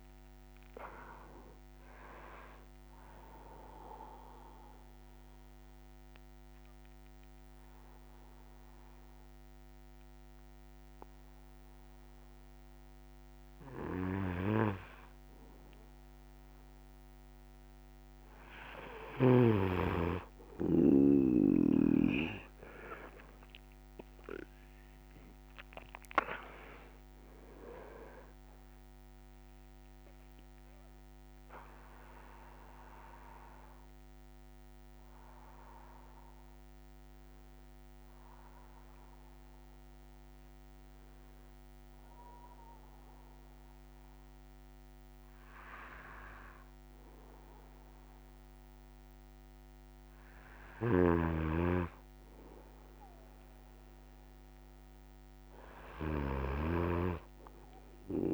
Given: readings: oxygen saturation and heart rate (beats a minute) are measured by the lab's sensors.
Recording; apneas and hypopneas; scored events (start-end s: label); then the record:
breathing in sleep by a microphone on the trachea; 1
3.50-14.50 s: obstructive apnea (oxygen 96% before, 92% lowest, heart rate 69 before, 61 extreme, up 1 after)
24.50-52.50 s: oxygen desaturation (device-marked, oxygen 98% before, 92% lowest, heart rate 64 before, 60 extreme)
50.50-56.00 s: snoring (device-marked)
From the record:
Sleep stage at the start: N2 (light sleep); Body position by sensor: on the back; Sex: male